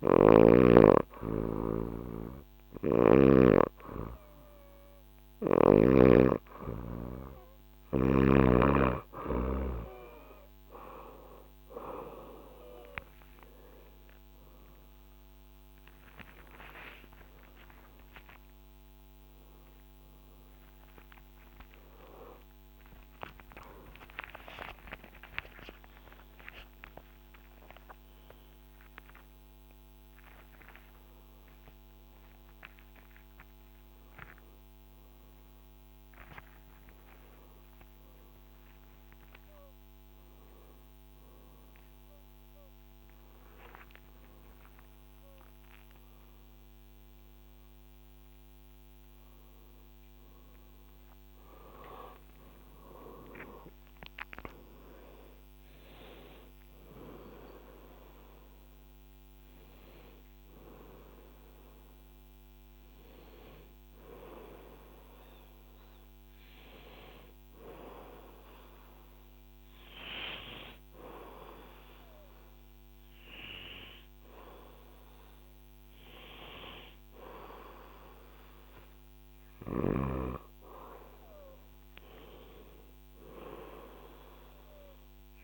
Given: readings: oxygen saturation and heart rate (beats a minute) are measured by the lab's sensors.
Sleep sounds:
a person awake in a sleep study, by a microphone on the trachea; none
1.50-61.50 s: new sleep stage, awake
2.00-5.50 s: snoring (device-marked)
61.50-85.43 s: new sleep stage, N1 (lightest sleep)
From the record:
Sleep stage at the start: N2 (light sleep); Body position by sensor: on the back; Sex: female

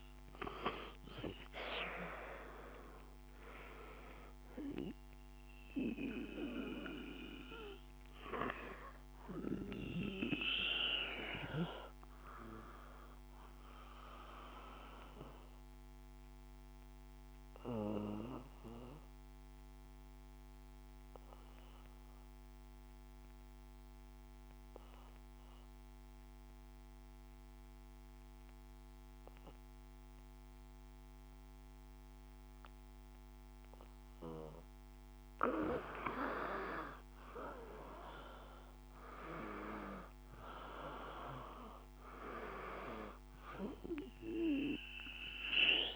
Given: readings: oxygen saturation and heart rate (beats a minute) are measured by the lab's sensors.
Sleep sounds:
breathing in sleep by a microphone on the trachea; 1
0.00-16.50 s: oxygen desaturation (device-marked, oxygen 91% lowest, heart rate 54 extreme)
13.50-34.50 s: obstructive apnea (oxygen 96% before, 91% lowest, heart rate 55 before, 53 extreme, up 5 after)
37.50-42.00 s: arousal
40.50-45.96 s: oxygen desaturation (device-marked, oxygen 97% before, 91% lowest, heart rate 55 before, 53 extreme)
From the record:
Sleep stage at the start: N2 (light sleep); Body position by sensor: on the back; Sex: male

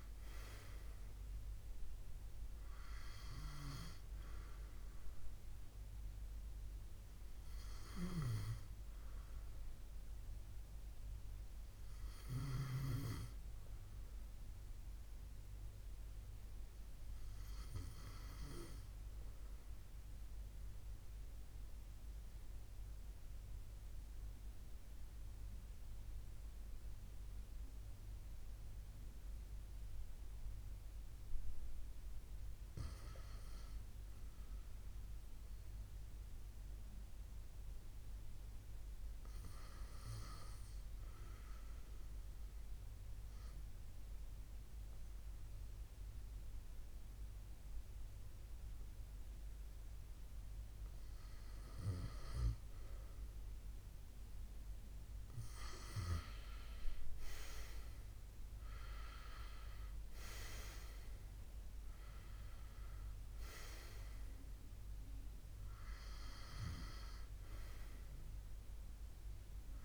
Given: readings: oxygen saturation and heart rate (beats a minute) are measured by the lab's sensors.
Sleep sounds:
breathing in sleep by a room microphone; 1
14.50-27.50 s: oxygen desaturation (device-marked, oxygen 96% before, 87% lowest, heart rate 72 before, 67 extreme)
17.00-54.00 s: hypopnea (oxygen 96% before, 87% lowest, heart rate 72 before, 64 extreme, up 21 after)
53.50-69.85 s: oxygen desaturation (device-marked, oxygen 97% before, 89% lowest, heart rate 70 before, 66 extreme)
56.00-60.00 s: arousal
From the record:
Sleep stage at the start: REM sleep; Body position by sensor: on the left side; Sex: male

